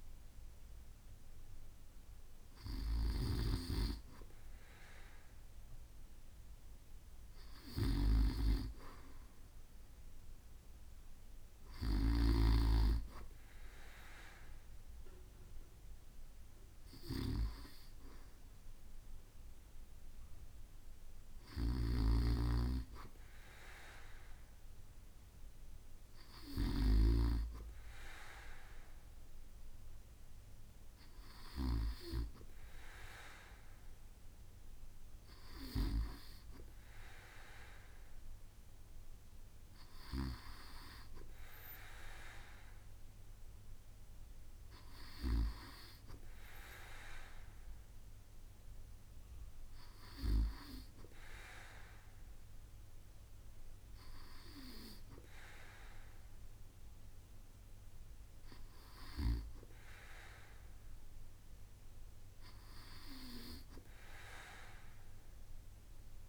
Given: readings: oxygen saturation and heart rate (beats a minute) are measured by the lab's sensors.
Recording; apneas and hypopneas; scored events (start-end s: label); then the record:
breathing in sleep by a room microphone; none
none scored
From the record:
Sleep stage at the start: N2 (light sleep); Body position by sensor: on the right side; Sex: male